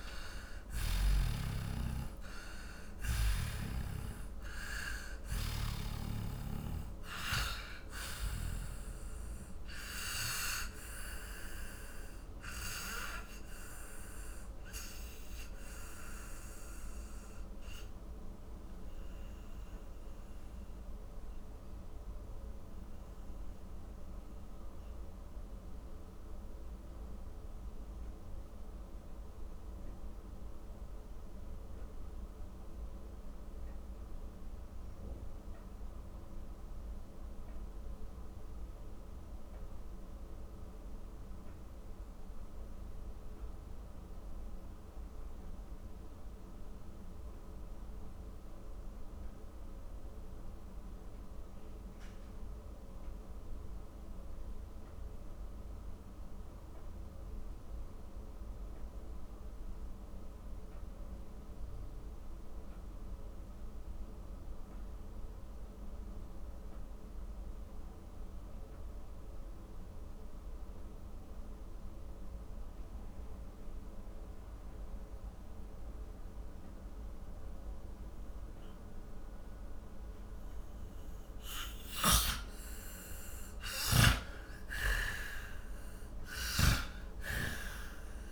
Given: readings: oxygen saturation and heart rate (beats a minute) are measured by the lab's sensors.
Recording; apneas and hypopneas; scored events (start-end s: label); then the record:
breathing in sleep by a room microphone; 1
0.00-39.50 s: oxygen desaturation (device-marked, oxygen 82% lowest, heart rate 43 extreme)
12.00-82.50 s: mixed apnea (oxygen 98% before, 79% lowest, heart rate 67 before, 42 extreme, up 22 after)
61.50-88.31 s: oxygen desaturation (device-marked, oxygen 99% before, 79% lowest, heart rate 47 before, 38 extreme)
83.50-88.31 s: snoring (device-marked)
84.50-88.31 s: arousal
From the record:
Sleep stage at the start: N2 (light sleep); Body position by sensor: on the back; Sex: male